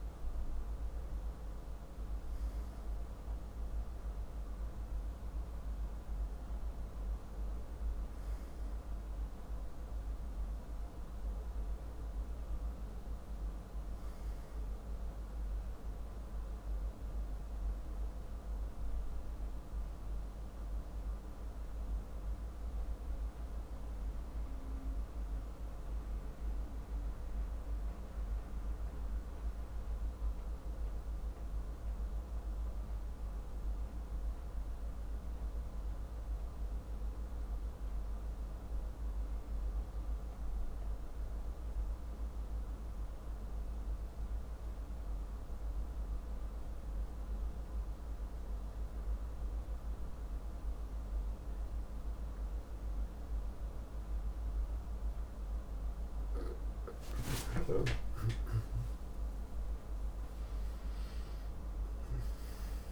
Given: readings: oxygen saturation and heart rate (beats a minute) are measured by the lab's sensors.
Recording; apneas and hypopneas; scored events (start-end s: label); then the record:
breathing in sleep, hard to hear, by a room microphone; 1
25.50-55.00 s: hypopnea (oxygen 96% before, 93% lowest, heart rate 49 before, 47 extreme, up 24 after)
48.00-62.92 s: new sleep stage, awake
From the record:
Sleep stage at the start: N2 (light sleep); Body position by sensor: on the back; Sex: male